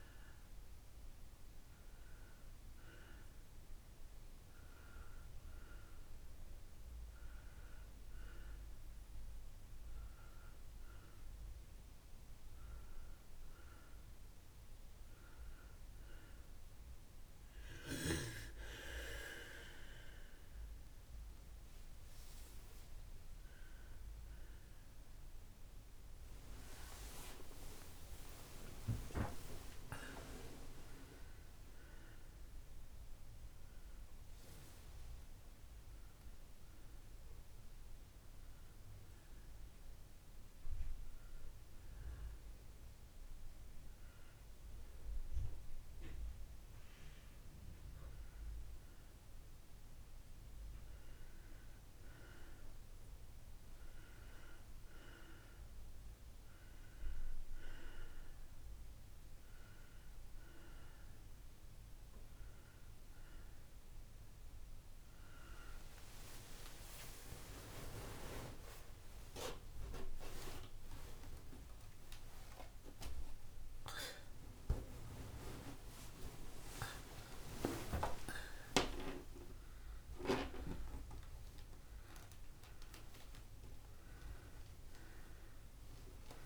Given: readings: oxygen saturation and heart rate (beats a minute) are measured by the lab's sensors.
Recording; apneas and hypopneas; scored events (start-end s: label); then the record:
breathing in sleep by a room microphone; none
27.00-30.50 s: arousal
66.50-86.46 s: oxygen desaturation (device-marked, oxygen 97% before, 91% lowest)
72.50-86.46 s: new sleep stage, awake
From the record:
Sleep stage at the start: N2 (light sleep); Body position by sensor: on the back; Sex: female